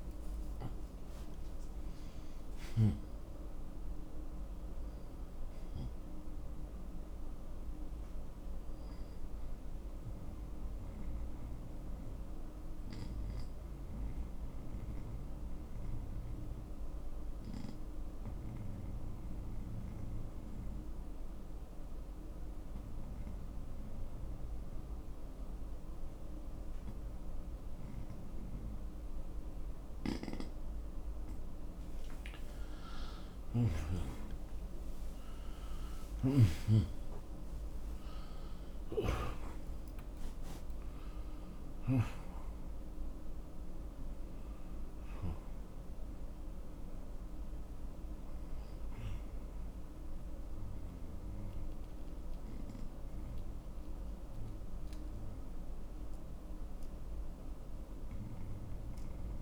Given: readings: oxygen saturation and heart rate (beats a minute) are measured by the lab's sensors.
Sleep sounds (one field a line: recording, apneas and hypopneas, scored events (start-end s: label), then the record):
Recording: breathing in sleep by a room microphone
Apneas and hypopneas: 1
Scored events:
17.50-30.00 s: hypopnea (oxygen 95% before, 88% lowest, heart rate 76 before, 61 extreme, up 12 after)
25.00-35.00 s: oxygen desaturation (device-marked, oxygen 100% before, 95% lowest, heart rate 67 before, 61 extreme)
33.00-38.50 s: arousal
49.00-59.00 s: oxygen desaturation (device-marked, oxygen 97% before, 88% lowest, heart rate 77 before, 60 extreme)
From the record:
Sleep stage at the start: N2 (light sleep)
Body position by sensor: on the right side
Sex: male